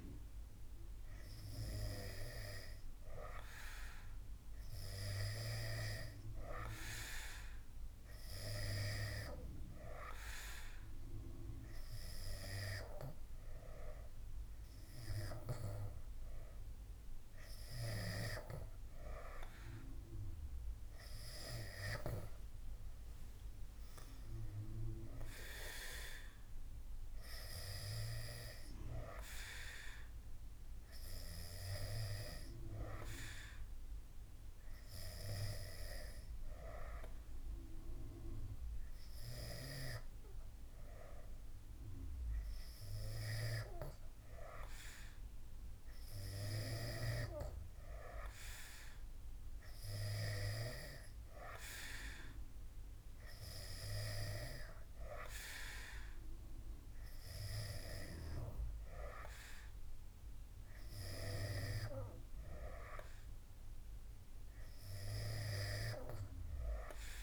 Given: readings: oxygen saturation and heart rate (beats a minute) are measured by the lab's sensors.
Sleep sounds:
breathing in sleep by a room microphone; none
none scored
From the record:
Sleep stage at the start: N3 (deep sleep); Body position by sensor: on the back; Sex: male

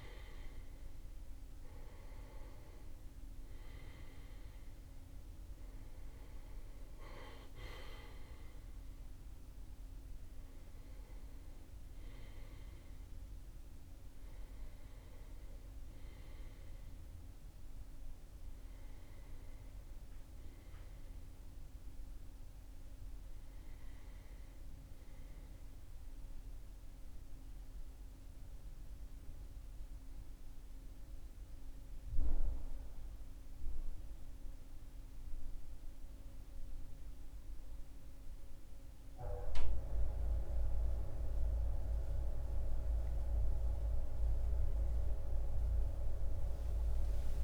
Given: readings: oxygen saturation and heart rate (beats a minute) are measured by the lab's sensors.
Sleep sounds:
breathing in sleep by a room microphone; 1
0.00-27.00 s: oxygen desaturation (device-marked, oxygen 93% lowest, heart rate 37 extreme)
27.00-43.00 s: obstructive apnea (oxygen 95% before, 92% lowest, heart rate 43 before, 37 extreme, up 3 after)
43.00-47.43 s: new sleep stage, awake
From the record:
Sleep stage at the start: N2 (light sleep); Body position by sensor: on the back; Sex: male

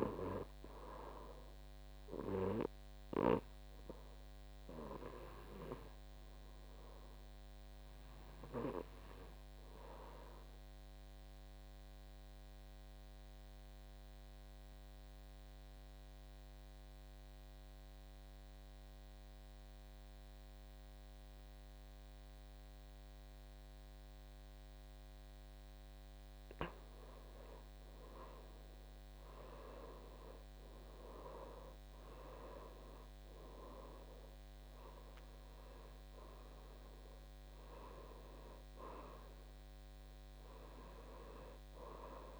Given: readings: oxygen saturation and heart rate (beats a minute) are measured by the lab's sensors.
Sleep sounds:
breathing in sleep by a microphone on the trachea; 1
0.00-21.50 s: oxygen desaturation (device-marked, oxygen 88% lowest, heart rate 57 extreme)
11.00-26.00 s: obstructive apnea (oxygen 95% before, 84% lowest, heart rate 61 before, 53 extreme, up 9 after)
28.00-32.00 s: arousal
33.50-42.40 s: oxygen desaturation (device-marked, oxygen 95% before, 84% lowest, heart rate 60 before, 53 extreme)
From the record:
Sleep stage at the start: N2 (light sleep); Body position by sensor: on the back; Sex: male

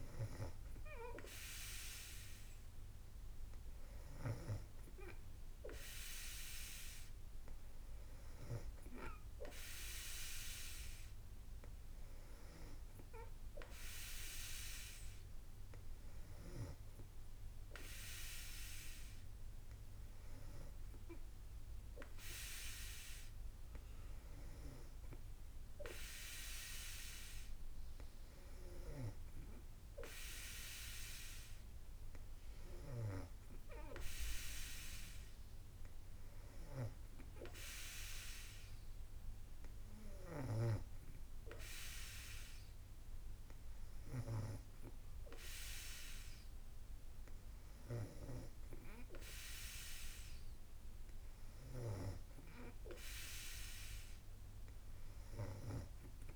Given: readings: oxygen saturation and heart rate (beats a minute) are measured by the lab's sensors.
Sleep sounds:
breathing in sleep by a room microphone; none
none scored
From the record:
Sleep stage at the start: N2 (light sleep); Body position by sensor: on the back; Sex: female

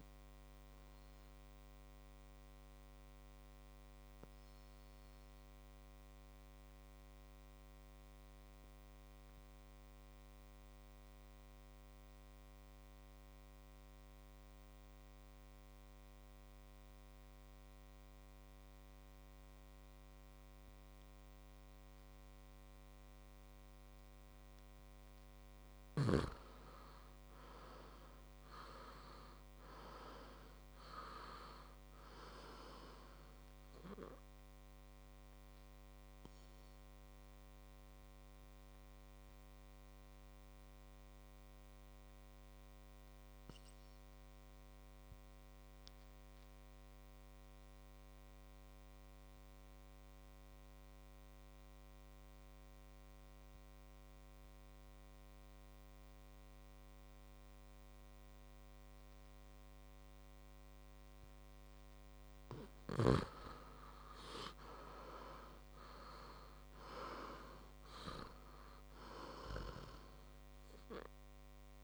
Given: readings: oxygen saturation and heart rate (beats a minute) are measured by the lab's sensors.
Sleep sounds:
breathing in sleep by a microphone on the trachea; 2
0.00-11.00 s: oxygen desaturation (device-marked, oxygen 91% lowest, heart rate 55 extreme)
1.00-25.00 s: obstructive apnea (oxygen 99% before, 89% lowest, heart rate 64 before, 56 extreme, up 3 after)
26.00-48.00 s: oxygen desaturation (device-marked, oxygen 99% before, 91% lowest, heart rate 60 before, 57 extreme)
26.50-30.00 s: arousal
35.00-62.00 s: obstructive apnea (oxygen 99% before, 89% lowest, heart rate 62 before, 55 extreme, up 5 after)
61.00-71.84 s: oxygen desaturation (device-marked, oxygen 99% before, 89% lowest, heart rate 60 before, 55 extreme)
63.50-68.00 s: arousal
From the record:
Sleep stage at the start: N2 (light sleep); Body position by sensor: on the back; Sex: male

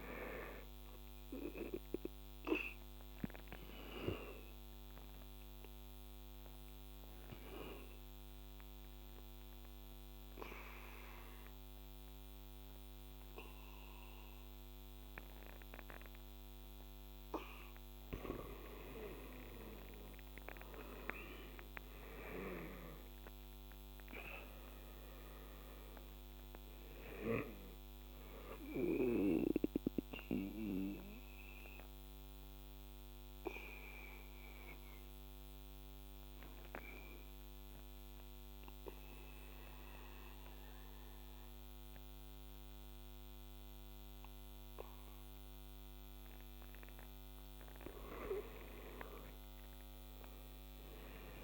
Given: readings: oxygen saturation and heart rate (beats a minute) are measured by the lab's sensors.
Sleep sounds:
breathing in sleep by a microphone on the trachea; 2
0.00-14.50 s: oxygen desaturation (device-marked, oxygen 89% lowest, heart rate 73 extreme)
4.00-17.00 s: obstructive apnea (oxygen 98% before, 83% lowest, heart rate 79 before, 73 extreme, up 6 after)
19.00-23.50 s: arousal
20.50-39.50 s: oxygen desaturation (device-marked, oxygen 96% before, 85% lowest, heart rate 77 before, 71 extreme)
29.00-45.50 s: obstructive apnea (oxygen 96% before, 83% lowest, heart rate 79 before, 71 extreme, up 3 after)
48.50-51.44 s: arousal
From the record:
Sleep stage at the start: N2 (light sleep); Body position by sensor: on the back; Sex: male

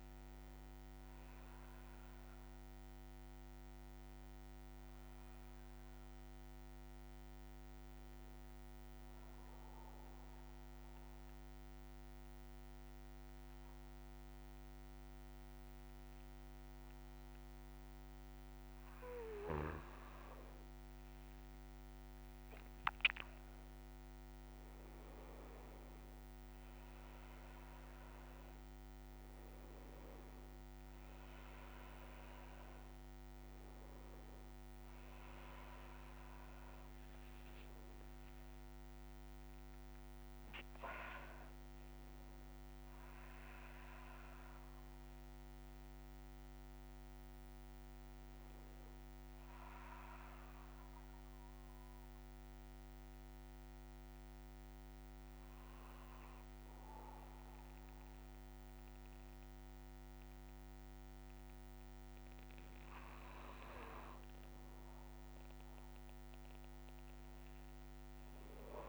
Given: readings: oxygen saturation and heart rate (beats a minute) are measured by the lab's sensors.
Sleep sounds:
breathing in sleep, hard to hear, by a microphone on the trachea; 2
0.00-16.00 s: oxygen desaturation (device-marked, oxygen 92% lowest, heart rate 61 extreme)
8.00-19.00 s: obstructive apnea (oxygen 97% before, 92% lowest, heart rate 97 before, 61 extreme, up 23 after)
16.00-68.89 s: new sleep stage, N1 (lightest sleep)
37.00-51.00 s: oxygen desaturation (device-marked, oxygen 97% before, 92% lowest, heart rate 83 before, 59 extreme)
50.00-64.00 s: mixed apnea (oxygen 98% before, 92% lowest, heart rate 84 before, 59 extreme, up 11 after)
From the record:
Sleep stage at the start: N3 (deep sleep); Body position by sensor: on the back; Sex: male

